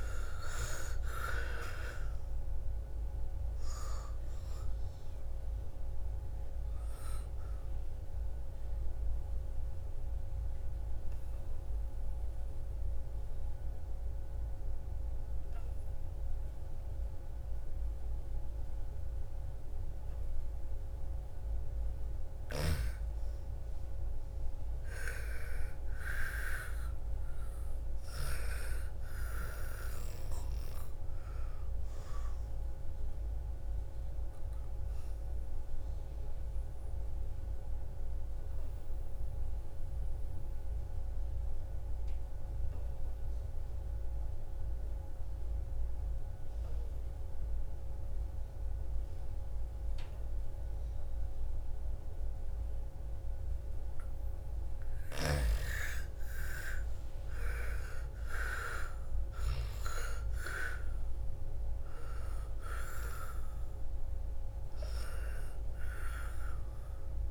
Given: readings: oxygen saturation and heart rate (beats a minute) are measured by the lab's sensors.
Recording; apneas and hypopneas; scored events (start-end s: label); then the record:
breathing in sleep by a room microphone; 2
0.00-2.50 s: arousal
0.00-15.00 s: oxygen desaturation (device-marked, oxygen 78% lowest, heart rate 56 extreme)
8.00-22.00 s: obstructive apnea (oxygen 98% before, 78% lowest, heart rate 62 before, 56 extreme, up 11 after)
25.50-30.00 s: arousal
31.00-43.00 s: oxygen desaturation (device-marked, oxygen 99% before, 91% lowest, heart rate 59 before, 57 extreme)
34.50-52.50 s: obstructive apnea (oxygen 99% before, 83% lowest, heart rate 61 before, 55 extreme, up 10 after)
52.00-67.31 s: oxygen desaturation (device-marked, oxygen 98% before, 83% lowest, heart rate 60 before, 55 extreme)
54.50-59.00 s: arousal
From the record:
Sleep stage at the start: N2 (light sleep); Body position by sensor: on the back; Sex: female